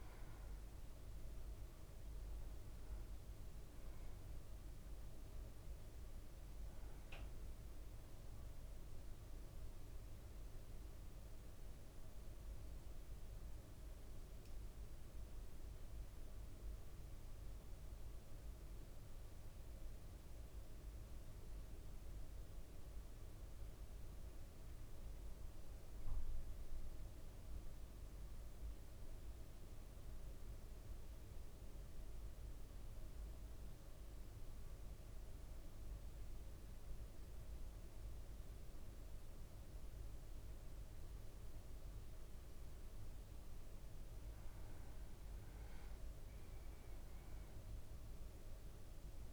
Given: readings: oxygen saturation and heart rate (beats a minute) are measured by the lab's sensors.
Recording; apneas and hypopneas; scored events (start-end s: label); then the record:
breathing in sleep, hard to hear, by a room microphone; 1
0.00-22.00 s: oxygen desaturation (device-marked, oxygen 91% lowest, heart rate 54 extreme)
3.00-49.33 s: new sleep stage, REM sleep
22.50-25.50 s: arousal
28.50-42.50 s: central apnea (oxygen 100% before, 93% lowest, heart rate 55 before, 54 extreme, up 3 after)
45.00-49.00 s: arousal
From the record:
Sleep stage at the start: N2 (light sleep); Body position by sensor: on the back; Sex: male